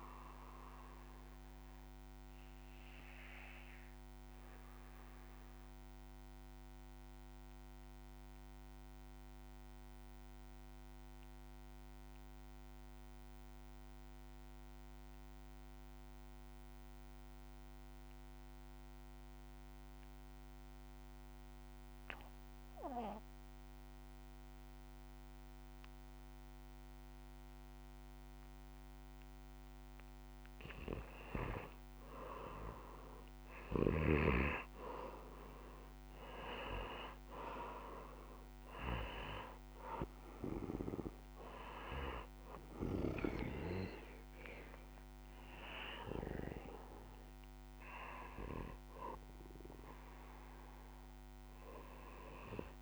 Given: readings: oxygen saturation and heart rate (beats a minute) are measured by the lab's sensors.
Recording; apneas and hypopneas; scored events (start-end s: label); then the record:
breathing in sleep by a microphone on the trachea; 1
3.50-29.50 s: obstructive apnea (oxygen 98% before, 85% lowest, heart rate 60 before, 52 extreme, up 11 after)
27.50-52.82 s: oxygen desaturation (device-marked, oxygen 97% before, 85% lowest, heart rate 55 before, 55 extreme)
32.00-35.50 s: arousal
From the record:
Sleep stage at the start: REM sleep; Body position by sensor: on the back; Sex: male